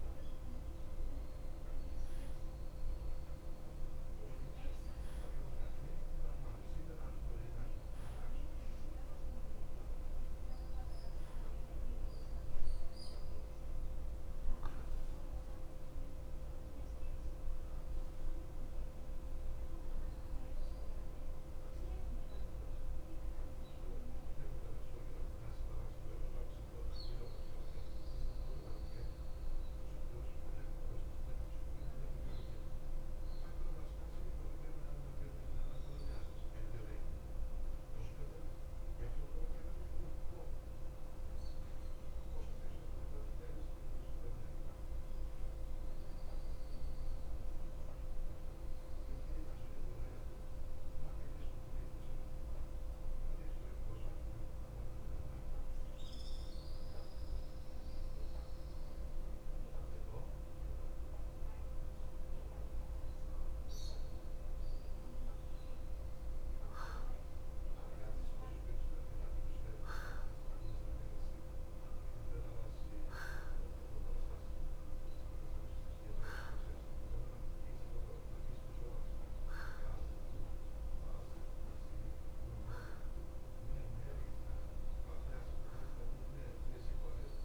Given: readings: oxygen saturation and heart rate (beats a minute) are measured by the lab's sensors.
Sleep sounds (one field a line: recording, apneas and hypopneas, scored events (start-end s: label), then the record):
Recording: breathing in sleep, hard to hear, by a room microphone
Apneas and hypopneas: 1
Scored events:
15.00-46.00 s: oxygen desaturation (device-marked, oxygen 95% before, 91% lowest, heart rate 54 before, 49 extreme)
25.50-60.50 s: mixed apnea (oxygen 96% before, 90% lowest, heart rate 54 before, 49 extreme, up 3 after)
62.50-66.50 s: arousal
From the record:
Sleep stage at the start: N2 (light sleep)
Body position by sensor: on the back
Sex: male